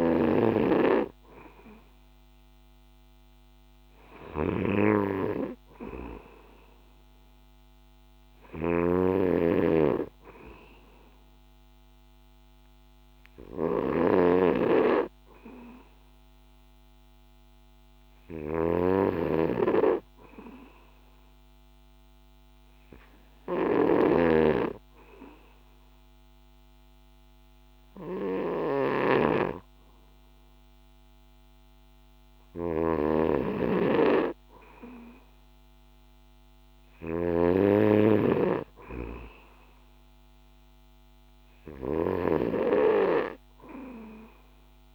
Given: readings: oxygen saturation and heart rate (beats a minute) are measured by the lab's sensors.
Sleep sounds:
breathing in sleep by a microphone on the trachea; 1
0.00-44.95 s: snoring (device-marked)
21.00-34.50 s: hypopnea (oxygen 95% before, 92% lowest, heart rate 65 before, 64 extreme, up 2 after)
36.50-39.50 s: arousal
42.00-44.95 s: oxygen desaturation (device-marked, oxygen 95% before, 92% lowest, heart rate 65 before, 63 extreme)
From the record:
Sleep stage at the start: N2 (light sleep); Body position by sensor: on the back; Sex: male

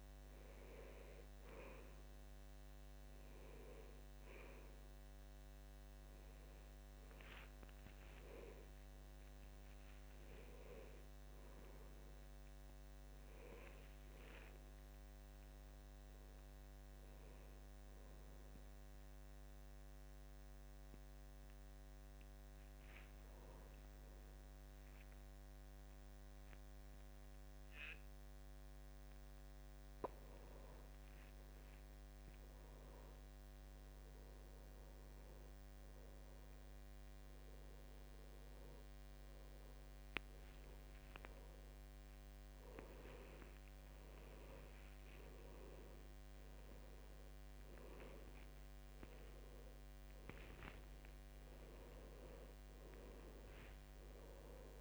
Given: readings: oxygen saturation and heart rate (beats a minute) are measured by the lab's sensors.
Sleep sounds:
a person partly awake in a sleep study, by a microphone on the trachea; 1
11.00-54.81 s: new sleep stage, N2 (light sleep)
33.50-43.50 s: hypopnea (oxygen 95% before, 90% lowest, heart rate 76 before, 73 extreme, up 5 after)
36.00-47.00 s: oxygen desaturation (device-marked, oxygen 94% before, 90% lowest, heart rate 76 before, 73 extreme)
47.00-50.50 s: arousal
From the record:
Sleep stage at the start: awake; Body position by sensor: on the back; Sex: male

